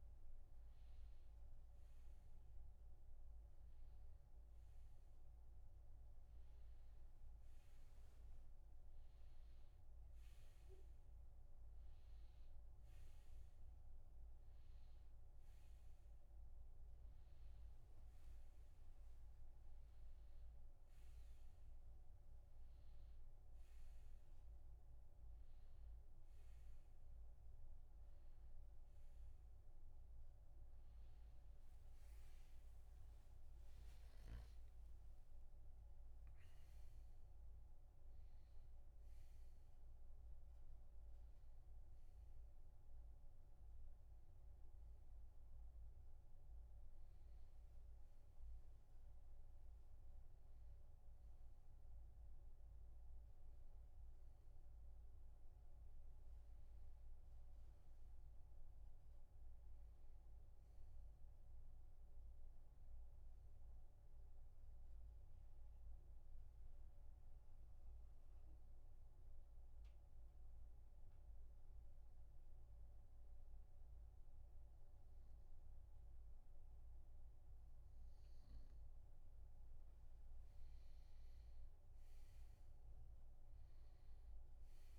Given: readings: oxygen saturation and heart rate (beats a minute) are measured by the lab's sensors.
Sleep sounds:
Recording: breathing in sleep, hard to hear, by a room microphone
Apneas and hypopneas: 1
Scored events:
32.00-36.50 s: arousal
68.00-79.50 s: obstructive apnea (oxygen 96% before, 90% lowest)
79.00-84.99 s: new sleep stage, N2 (light sleep)
82.00-84.99 s: arousal
From the record:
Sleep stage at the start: N1 (lightest sleep)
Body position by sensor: on the right side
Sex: male

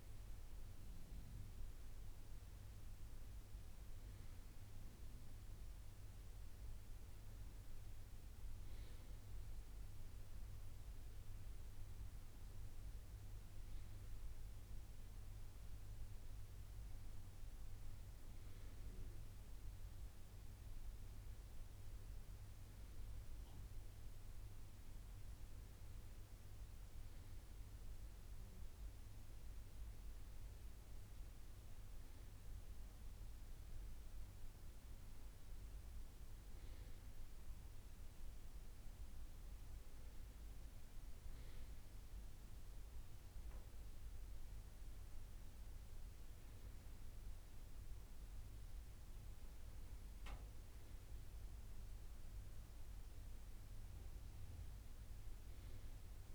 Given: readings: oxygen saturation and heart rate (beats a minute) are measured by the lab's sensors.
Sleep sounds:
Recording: breathing in sleep, hard to hear, by a room microphone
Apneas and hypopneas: none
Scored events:
none scored
From the record:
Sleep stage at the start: N2 (light sleep)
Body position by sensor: on the right side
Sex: male

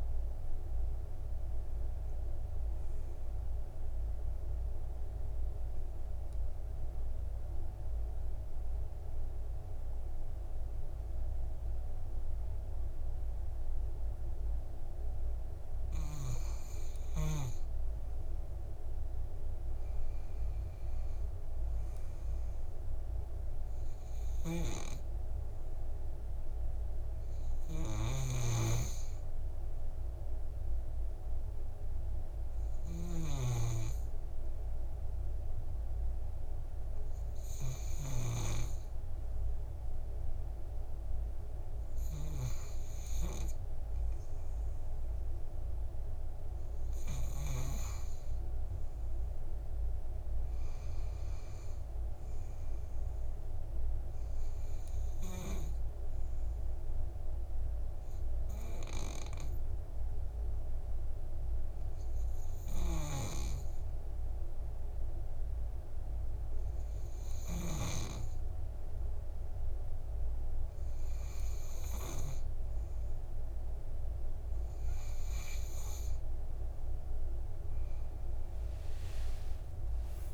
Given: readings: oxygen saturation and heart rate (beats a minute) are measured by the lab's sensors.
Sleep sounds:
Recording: breathing in sleep by a room microphone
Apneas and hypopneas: 3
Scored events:
0.00-6.00 s: oxygen desaturation (device-marked, oxygen 92% lowest, heart rate 52 extreme)
4.50-17.50 s: mixed apnea (oxygen 97% before, 92% lowest, heart rate 65 before, 52 extreme, up 8 after)
20.00-24.00 s: arousal
26.00-41.00 s: oxygen desaturation (device-marked, oxygen 98% before, 93% lowest, heart rate 59 before, 53 extreme)
31.00-42.50 s: obstructive apnea (oxygen 98% before, 92% lowest, heart rate 58 before, 53 extreme, up 6 after)
44.00-47.50 s: arousal
53.00-68.00 s: oxygen desaturation (device-marked, oxygen 97% before, 93% lowest, heart rate 56 before, 53 extreme)
57.00-74.00 s: obstructive apnea (oxygen 97% before, 92% lowest, heart rate 58 before, 53 extreme, up 22 after)
77.50-80.34 s: arousal
From the record:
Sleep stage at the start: N2 (light sleep)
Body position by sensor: on the back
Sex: male

